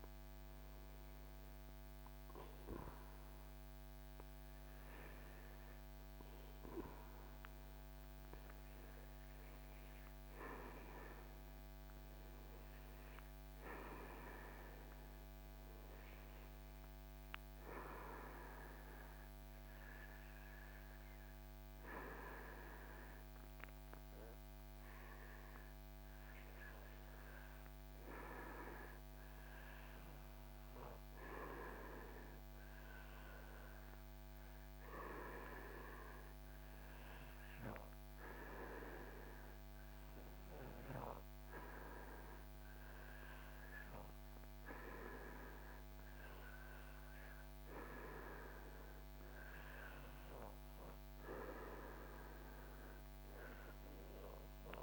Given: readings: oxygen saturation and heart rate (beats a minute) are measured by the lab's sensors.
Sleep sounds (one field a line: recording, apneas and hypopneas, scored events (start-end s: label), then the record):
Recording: breathing in sleep by a microphone on the trachea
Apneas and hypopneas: 1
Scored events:
0.00-6.00 s: oxygen desaturation (device-marked, oxygen 90% lowest, heart rate 66 extreme)
9.50-13.50 s: arousal
17.00-43.50 s: hypopnea (oxygen 98% before, 90% lowest, heart rate 69 before, 72 extreme, up 2 after)
25.00-44.00 s: oxygen desaturation (device-marked, oxygen 97% before, 90% lowest, heart rate 71 before, 74 extreme)
46.00-49.50 s: arousal
From the record:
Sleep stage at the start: N2 (light sleep)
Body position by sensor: on the back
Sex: male